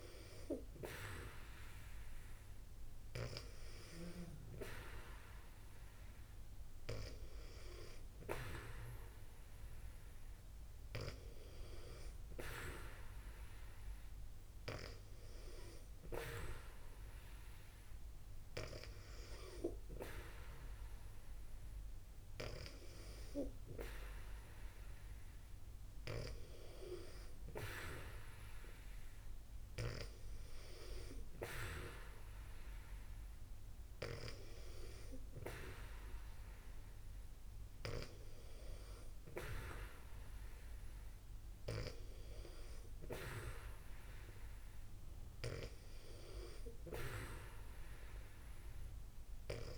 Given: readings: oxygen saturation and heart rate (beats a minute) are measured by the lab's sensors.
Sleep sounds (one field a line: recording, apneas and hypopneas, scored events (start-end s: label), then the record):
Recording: breathing in sleep by a room microphone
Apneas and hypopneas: none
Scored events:
10.50-15.00 s: arousal
From the record:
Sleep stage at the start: N2 (light sleep)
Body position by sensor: on the back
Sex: female